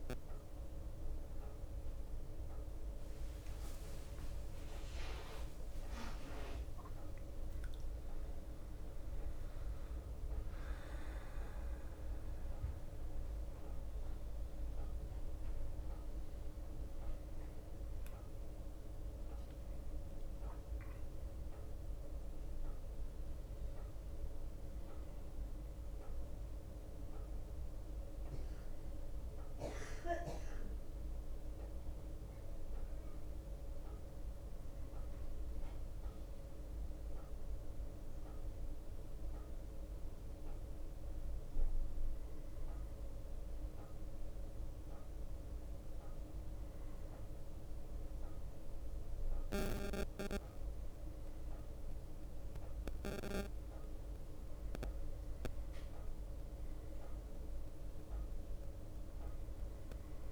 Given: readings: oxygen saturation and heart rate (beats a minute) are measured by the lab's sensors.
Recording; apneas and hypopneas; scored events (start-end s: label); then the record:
a person awake in a sleep study, by a room microphone; none
none scored
From the record:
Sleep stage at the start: awake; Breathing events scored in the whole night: 130 in 4.3 hours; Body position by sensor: on the back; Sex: male